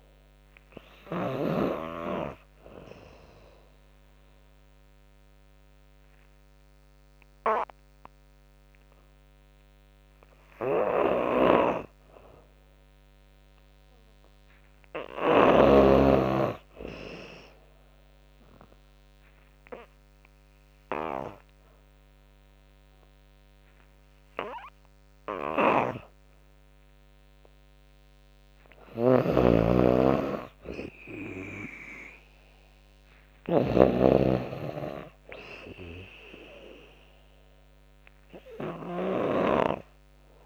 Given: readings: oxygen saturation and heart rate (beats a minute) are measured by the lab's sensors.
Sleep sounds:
breathing in sleep by a microphone on the trachea; 1
0.00-1.00 s: snoring (device-marked)
0.00-2.00 s: long interval between heartbeats (device-marked, heart rate 88 before, 102 extreme)
0.00-4.50 s: drop in pulse transit time (device-marked, heart rate 90 extreme)
0.50-13.50 s: oxygen desaturation (device-marked, oxygen 97% before, 92% lowest, heart rate 89 before, 76 extreme)
4.00-14.00 s: obstructive apnea (oxygen 98% before, 91% lowest, heart rate 90 before, 79 extreme, up 44 after)
8.00-10.00 s: long interval between heartbeats (device-marked, heart rate 90 before, 92 extreme)
8.50-10.50 s: tachycardia (device-marked, heart rate 108 before, 97 extreme)
11.00-15.00 s: snoring (device-marked)
11.50-13.50 s: long interval between heartbeats (device-marked, heart rate 92 before, 106 extreme)
11.50-20.50 s: tachycardia (device-marked, heart rate 108 before, 120 extreme)
14.00-16.00 s: long interval between heartbeats (device-marked, heart rate 94 before, 96 extreme)
16.50-20.00 s: arousal
17.00-19.00 s: long interval between heartbeats (device-marked, heart rate 96 before, 118 extreme)
19.00-21.00 s: long interval between heartbeats (device-marked, heart rate 99 before, 118 extreme)
21.00-23.00 s: long interval between heartbeats (device-marked, heart rate 101 before, 112 extreme)
22.50-31.50 s: oxygen desaturation (device-marked, oxygen 97% before, 93% lowest, heart rate 102 before, 78 extreme)
25.00-40.45 s: snoring (device-marked)
27.50-39.50 s: tachycardia (device-marked, heart rate 108 before, 120 extreme)
28.50-30.50 s: long interval between heartbeats (device-marked, heart rate 104 before, 98 extreme)
31.00-33.00 s: long interval between heartbeats (device-marked, heart rate 104 before, 107 extreme)
33.00-35.00 s: long interval between heartbeats (device-marked, heart rate 105 before, 117 extreme)
33.50-36.50 s: arousal
35.50-37.50 s: long interval between heartbeats (device-marked, heart rate 106 before, 109 extreme)
38.50-40.45 s: oxygen desaturation (device-marked, oxygen 95% before, 91% lowest, heart rate 106 before, 78 extreme)
From the record:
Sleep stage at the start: N2 (light sleep); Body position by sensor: on the back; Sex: female

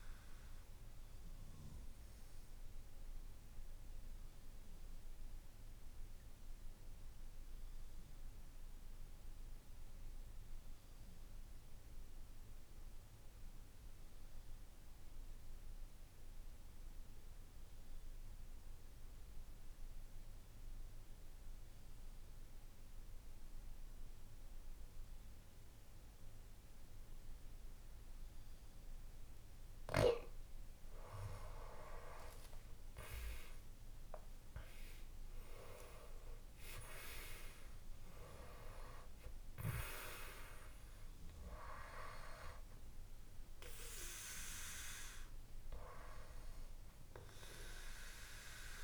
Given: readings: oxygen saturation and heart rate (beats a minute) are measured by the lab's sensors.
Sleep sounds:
breathing in sleep by a room microphone; 1
0.00-11.00 s: oxygen desaturation (device-marked, oxygen 85% lowest, heart rate 56 extreme)
1.50-30.50 s: obstructive apnea (oxygen 96% before, 85% lowest, heart rate 59 before, 54 extreme, up 8 after)
31.00-48.84 s: oxygen desaturation (device-marked, oxygen 98% before, 87% lowest, heart rate 57 before, 53 extreme)
32.50-37.50 s: arousal
From the record:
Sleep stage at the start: N2 (light sleep); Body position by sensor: on the back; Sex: male

